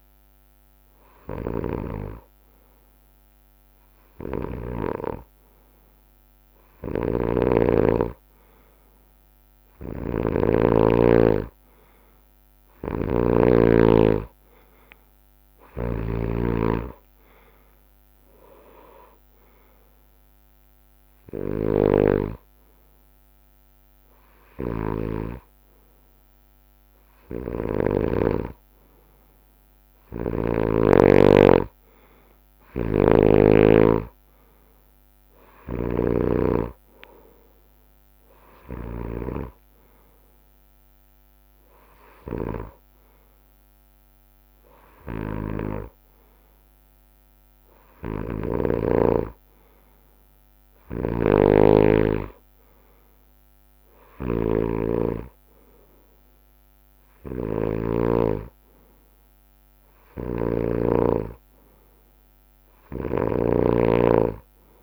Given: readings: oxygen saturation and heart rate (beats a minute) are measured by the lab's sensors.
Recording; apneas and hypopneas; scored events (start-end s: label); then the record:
breathing in sleep by a microphone on the trachea; none
0.00-5.50 s: drop in pulse transit time (device-marked, heart rate 69 extreme)
6.50-10.50 s: snoring (device-marked)
12.50-28.00 s: snoring (device-marked)
14.50-16.50 s: long interval between heartbeats (device-marked, heart rate 73 before, 75 extreme)
15.50-17.50 s: tachycardia (device-marked, heart rate 69 before, 96 extreme)
16.50-18.50 s: long interval between heartbeats (device-marked, heart rate 73 before, 96 extreme)
16.50-26.50 s: drop in pulse transit time (device-marked, heart rate 73 before, 67 extreme)
32.50-36.00 s: snoring (device-marked)
37.50-42.50 s: drop in pulse transit time (device-marked, heart rate 78 before, 70 extreme)
50.50-58.00 s: snoring (device-marked)
60.00-63.50 s: snoring (device-marked)
From the record:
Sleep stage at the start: N2 (light sleep); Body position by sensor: on the right side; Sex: male